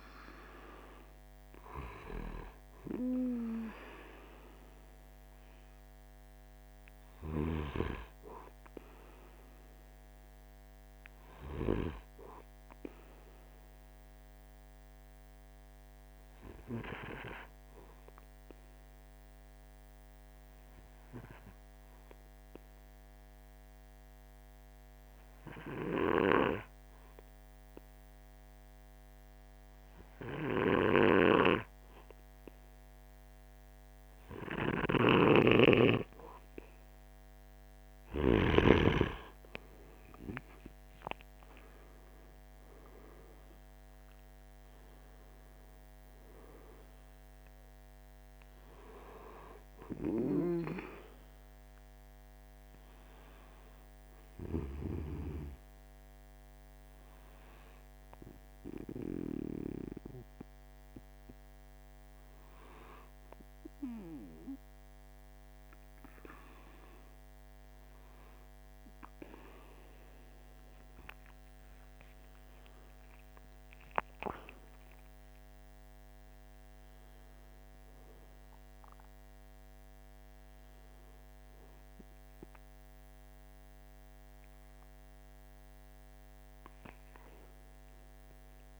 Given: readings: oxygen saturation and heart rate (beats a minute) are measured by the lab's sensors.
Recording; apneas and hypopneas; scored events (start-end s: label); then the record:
breathing in sleep by a microphone on the trachea; 1
12.50-36.00 s: obstructive apnea (oxygen 96% before, 94% lowest, heart rate 48 before, 45 extreme, up 5 after)
38.50-43.50 s: arousal
40.00-69.00 s: oxygen desaturation (device-marked, oxygen 97% before, 94% lowest, heart rate 46 before, 44 extreme)
72.50-77.00 s: arousal
From the record:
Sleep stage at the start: N2 (light sleep); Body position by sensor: on the right side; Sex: male